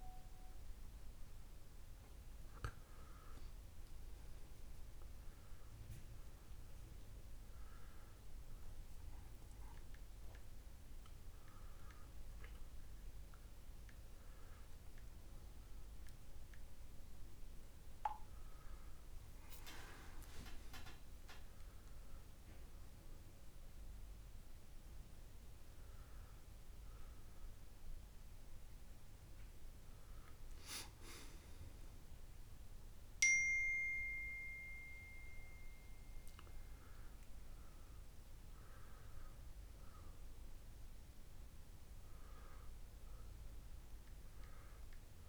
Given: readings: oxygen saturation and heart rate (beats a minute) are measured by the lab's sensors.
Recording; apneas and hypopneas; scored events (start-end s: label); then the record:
a person awake in a sleep study, by a room microphone; none
none scored
From the record:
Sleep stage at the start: awake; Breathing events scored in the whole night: 242 in 5.2 hours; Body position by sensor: on the back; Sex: male